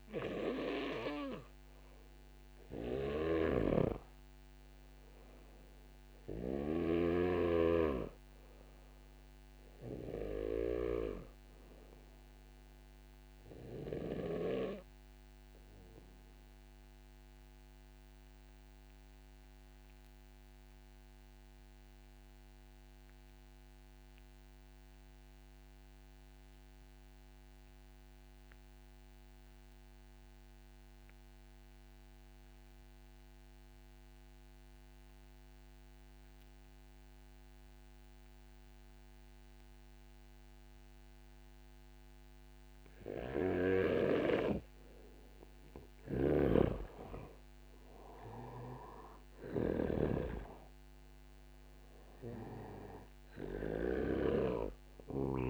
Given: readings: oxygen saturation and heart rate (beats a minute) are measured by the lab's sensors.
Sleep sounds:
breathing in sleep by a microphone on the trachea; 1
0.00-26.00 s: oxygen desaturation (device-marked, oxygen 88% lowest, heart rate 50 extreme)
3.00-11.00 s: snoring (device-marked)
14.00-45.00 s: obstructive apnea (oxygen 96% before, 86% lowest)
40.00-55.50 s: oxygen desaturation (device-marked, oxygen 95% before, 86% lowest)
46.00-54.00 s: snoring (device-marked)
46.50-50.00 s: arousal
From the record:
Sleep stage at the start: REM sleep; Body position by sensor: on the back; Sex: male

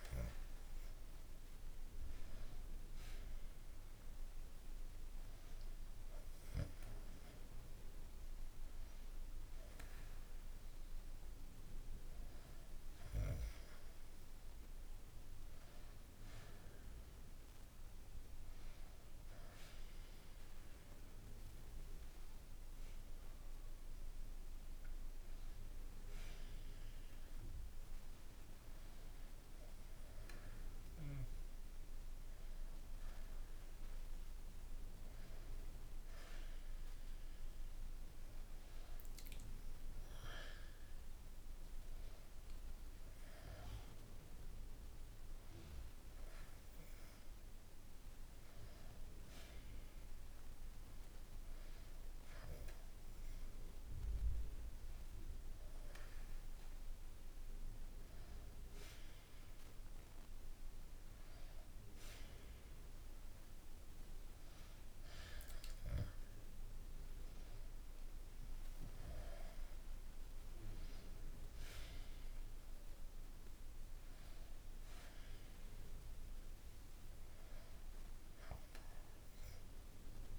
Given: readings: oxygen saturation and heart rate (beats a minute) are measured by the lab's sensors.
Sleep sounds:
breathing in sleep by a room microphone; none
66.50-70.50 s: arousal
From the record:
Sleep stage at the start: N1 (lightest sleep); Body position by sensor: on the back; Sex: male

